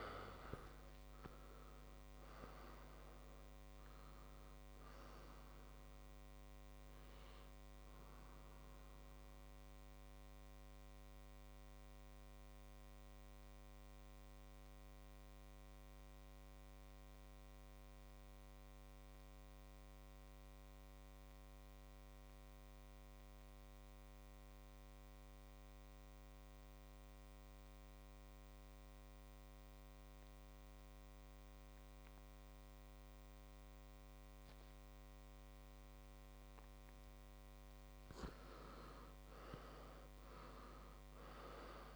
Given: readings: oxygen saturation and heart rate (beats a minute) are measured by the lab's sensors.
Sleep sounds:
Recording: breathing in sleep by a microphone on the trachea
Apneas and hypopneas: 1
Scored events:
0.00-1.50 s: arousal
0.00-14.50 s: oxygen desaturation (device-marked, oxygen 88% lowest, heart rate 49 extreme)
10.00-37.50 s: mixed apnea (oxygen 98% before, 87% lowest, heart rate 64 before, 50 extreme, up 9 after)
16.50-26.50 s: oxygen desaturation (device-marked, oxygen 91% before, 88% lowest, heart rate 61 before, 55 extreme)
37.50-41.96 s: oxygen desaturation (device-marked, oxygen 100% before, 88% lowest, heart rate 57 before, 57 extreme)
39.00-41.96 s: arousal
From the record:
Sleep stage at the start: N2 (light sleep)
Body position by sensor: on the back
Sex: male

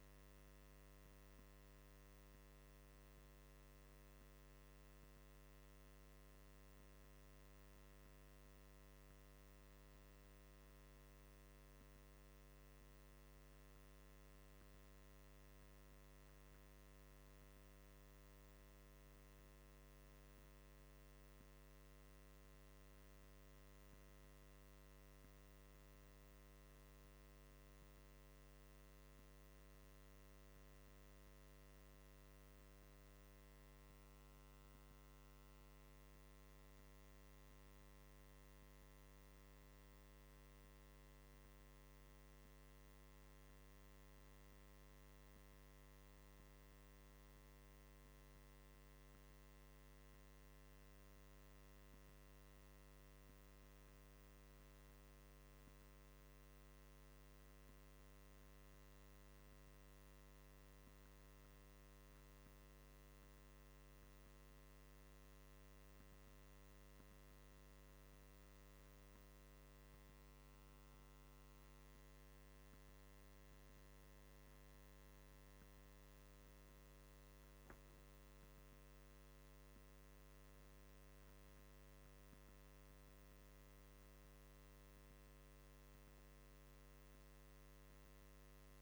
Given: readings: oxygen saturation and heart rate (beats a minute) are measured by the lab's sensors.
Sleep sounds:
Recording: breathing in sleep, hard to hear, by a microphone on the trachea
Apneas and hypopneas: none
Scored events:
8.00-88.82 s: new sleep stage, N2 (light sleep)
From the record:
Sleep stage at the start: N1 (lightest sleep)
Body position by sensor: on the right side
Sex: male

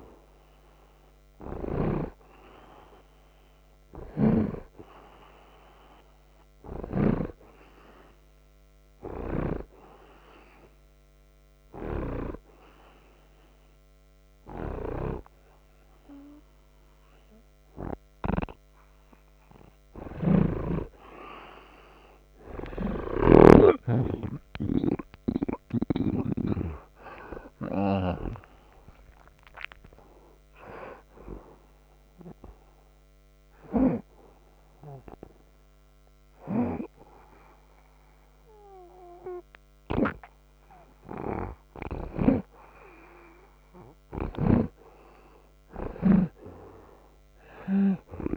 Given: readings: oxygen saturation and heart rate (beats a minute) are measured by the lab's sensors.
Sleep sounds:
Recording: breathing in sleep by a microphone on the trachea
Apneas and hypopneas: 2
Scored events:
10.00-20.00 s: hypopnea (oxygen 89% before, 84% lowest)
20.00-26.50 s: snoring (device-marked)
22.50-28.00 s: arousal
27.00-48.37 s: oxygen desaturation (device-marked, oxygen 88% before, 84% lowest)
32.50-43.00 s: hypopnea (oxygen 88% before, 84% lowest)
46.00-48.37 s: arousal
From the record:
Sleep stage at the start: REM sleep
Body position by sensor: on the right side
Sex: male

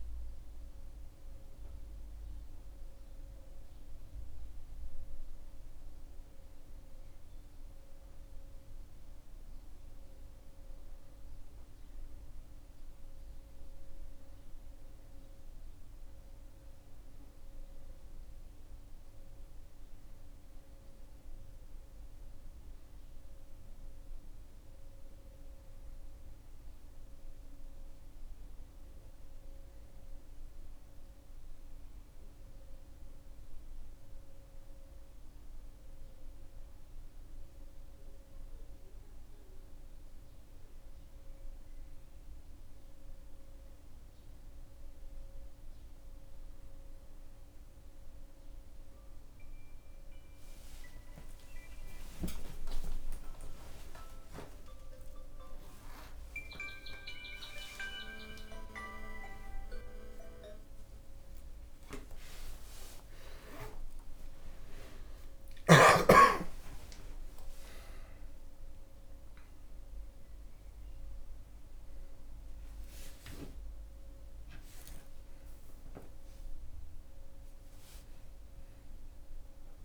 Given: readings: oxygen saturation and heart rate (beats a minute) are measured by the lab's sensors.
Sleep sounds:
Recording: a person partly awake in a sleep study, by a room microphone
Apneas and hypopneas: none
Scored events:
54.00-79.85 s: new sleep stage, awake
58.00-68.00 s: oxygen desaturation (device-marked, oxygen 95% before, 92% lowest, heart rate 90 before, 72 extreme)
From the record:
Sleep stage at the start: N2 (light sleep)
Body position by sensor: on the back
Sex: male

